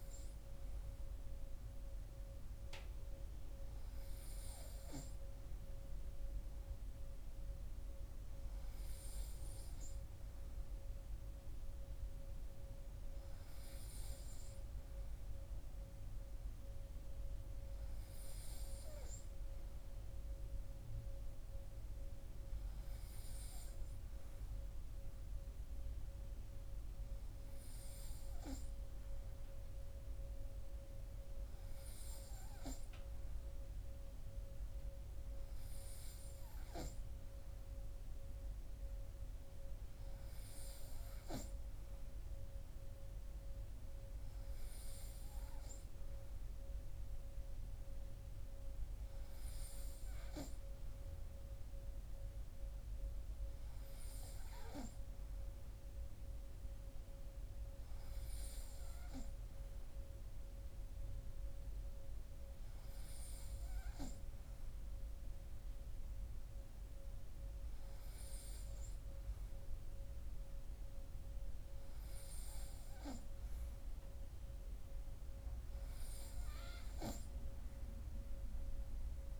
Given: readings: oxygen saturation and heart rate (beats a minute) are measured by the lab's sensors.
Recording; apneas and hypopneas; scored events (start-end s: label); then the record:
breathing in sleep, hard to hear, by a room microphone; none
none scored
From the record:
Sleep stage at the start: N3 (deep sleep); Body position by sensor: on the right side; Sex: male